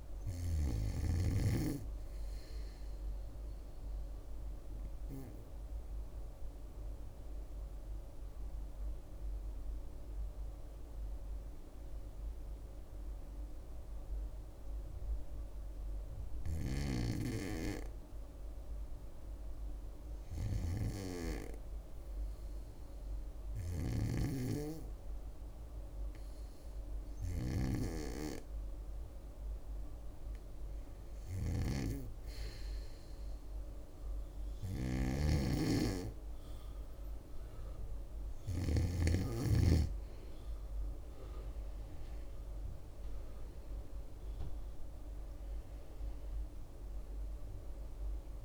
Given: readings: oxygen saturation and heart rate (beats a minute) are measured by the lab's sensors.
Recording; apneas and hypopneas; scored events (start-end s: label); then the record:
breathing in sleep by a room microphone; 1
5.50-19.00 s: obstructive apnea (oxygen 98% before, 94% lowest, heart rate 70 before, 66 extreme, up 1 after)
20.50-24.50 s: arousal
29.00-48.45 s: oxygen desaturation (device-marked, oxygen 99% before, 94% lowest, heart rate 67 before, 65 extreme)
31.00-38.50 s: snoring (device-marked)
From the record:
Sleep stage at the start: REM sleep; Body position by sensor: on the back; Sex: female